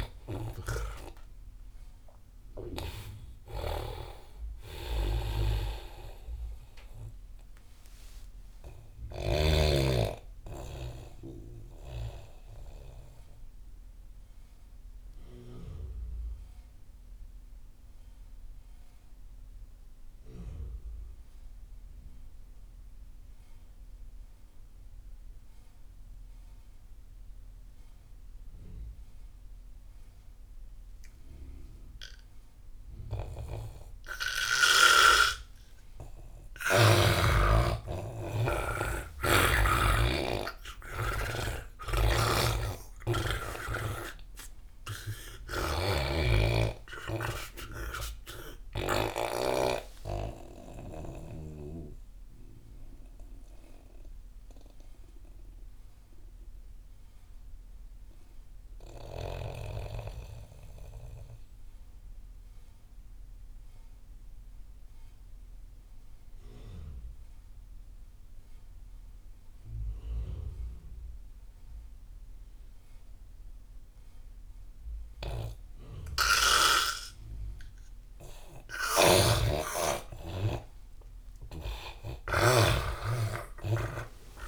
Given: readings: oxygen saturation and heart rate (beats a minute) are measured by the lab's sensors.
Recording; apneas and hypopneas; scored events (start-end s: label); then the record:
breathing in sleep by a room microphone; 2
0.00-10.00 s: snoring (device-marked)
0.00-15.50 s: oxygen desaturation (device-marked, oxygen 80% lowest)
13.00-35.50 s: obstructive apnea (oxygen 98% before, 84% lowest)
36.00-40.00 s: arousal
36.50-58.50 s: oxygen desaturation (device-marked, oxygen 99% before, 84% lowest)
42.00-49.50 s: snoring (device-marked)
50.00-79.50 s: mixed apnea (oxygen 99% before, 84% lowest)
74.50-84.48 s: oxygen desaturation (device-marked, oxygen 99% before, 84% lowest)
79.00-84.48 s: snoring (device-marked)
80.50-84.48 s: arousal
From the record:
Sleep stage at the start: N2 (light sleep); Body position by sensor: on the back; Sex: male